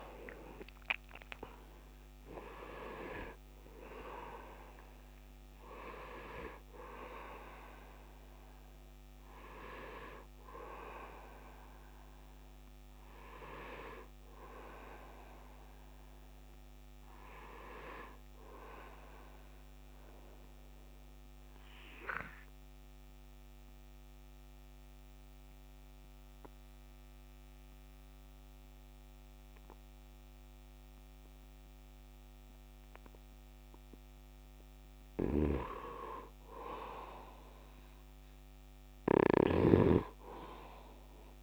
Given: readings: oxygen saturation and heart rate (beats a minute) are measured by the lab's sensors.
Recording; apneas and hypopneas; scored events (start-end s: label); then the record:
breathing in sleep by a microphone on the trachea; 1
0.00-1.00 s: arousal
0.00-20.00 s: oxygen desaturation (device-marked, oxygen 82% lowest, heart rate 74 extreme)
19.50-33.00 s: obstructive apnea (oxygen 97% before, 81% lowest, heart rate 84 before, 74 extreme, up 5 after)
35.00-38.00 s: arousal
35.00-39.50 s: snoring (device-marked)
38.00-41.43 s: oxygen desaturation (device-marked, oxygen 98% before, 90% lowest, heart rate 76 before, 76 extreme)
From the record:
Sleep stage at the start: N2 (light sleep); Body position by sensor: on the right side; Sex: male